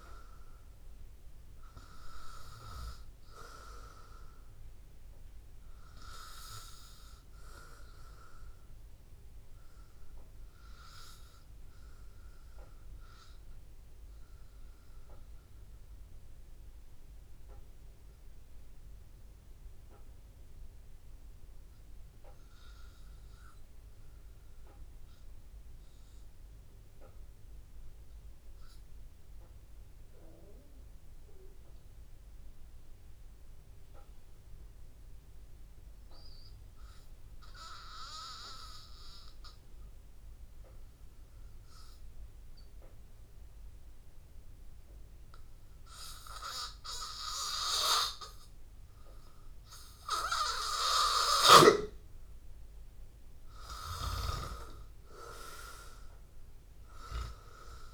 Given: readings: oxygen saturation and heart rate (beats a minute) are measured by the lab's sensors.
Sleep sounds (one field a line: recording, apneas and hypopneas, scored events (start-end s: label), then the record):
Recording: breathing in sleep by a room microphone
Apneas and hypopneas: 1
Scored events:
0.00-2.00 s: long interval between heartbeats (device-marked, heart rate 85 before, 86 extreme)
0.00-20.00 s: oxygen desaturation (device-marked, oxygen 93% lowest, heart rate 81 extreme)
12.50-47.00 s: mixed apnea (oxygen 97% before, 93% lowest, heart rate 85 before, 81 extreme, up 2 after)
45.00-57.94 s: oxygen desaturation (device-marked, oxygen 98% before, 93% lowest, heart rate 83 before, 82 extreme)
49.00-53.00 s: arousal
From the record:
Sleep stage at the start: REM sleep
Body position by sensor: on the back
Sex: male